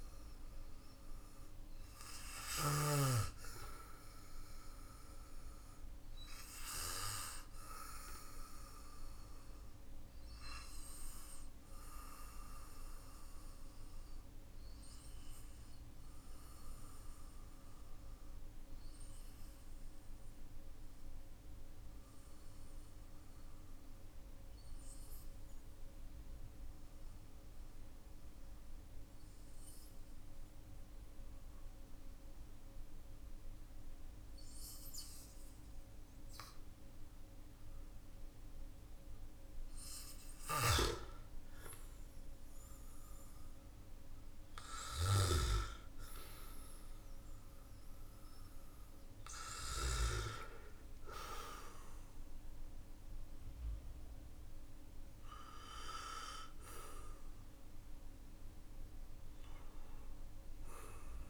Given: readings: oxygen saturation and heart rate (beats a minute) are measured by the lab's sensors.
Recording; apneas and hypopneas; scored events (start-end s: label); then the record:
breathing in sleep by a room microphone; 1
0.00-2.00 s: snoring (device-marked)
5.50-39.00 s: obstructive apnea (oxygen 98% before, 93% lowest, heart rate 47 before, 46 extreme, up 11 after)
39.50-44.50 s: snoring (device-marked)
40.50-45.50 s: arousal
From the record:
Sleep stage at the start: N2 (light sleep); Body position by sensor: on the back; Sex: male